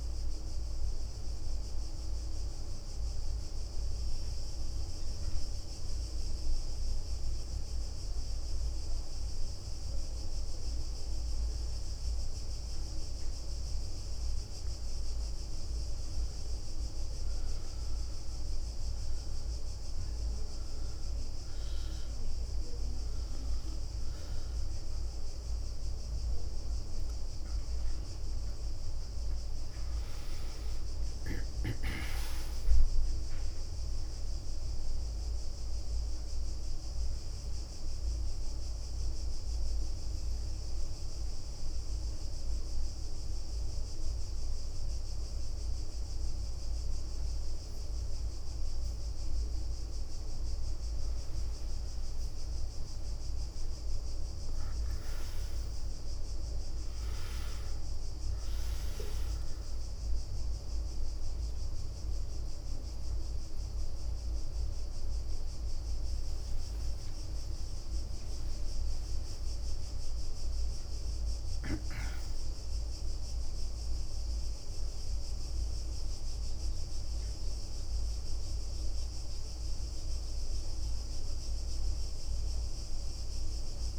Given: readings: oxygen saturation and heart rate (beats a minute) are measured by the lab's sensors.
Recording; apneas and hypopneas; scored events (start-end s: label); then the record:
a person partly awake in a sleep study, hard to hear, by a room microphone; 1
0.00-3.00 s: arousal
5.00-28.00 s: obstructive apnea (oxygen 99% before, 93% lowest, heart rate 68 before, 67 extreme, up 6 after)
10.00-34.00 s: oxygen desaturation (device-marked, oxygen 97% before, 93% lowest, heart rate 69 before, 68 extreme)
27.00-35.00 s: leg movement (device-marked)
43.00-73.00 s: new sleep stage, awake
49.50-56.00 s: leg movement (device-marked)
50.50-52.50 s: long interval between heartbeats (device-marked, heart rate 73 before, 79 extreme)
57.00-58.50 s: leg movement (device-marked)
65.50-66.50 s: leg movement (device-marked)
66.50-70.00 s: leg movement (device-marked)
73.00-80.50 s: leg movement (device-marked)
73.00-83.98 s: new sleep stage, N1 (lightest sleep)
From the record:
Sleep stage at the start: N1 (lightest sleep); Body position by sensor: on the back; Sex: female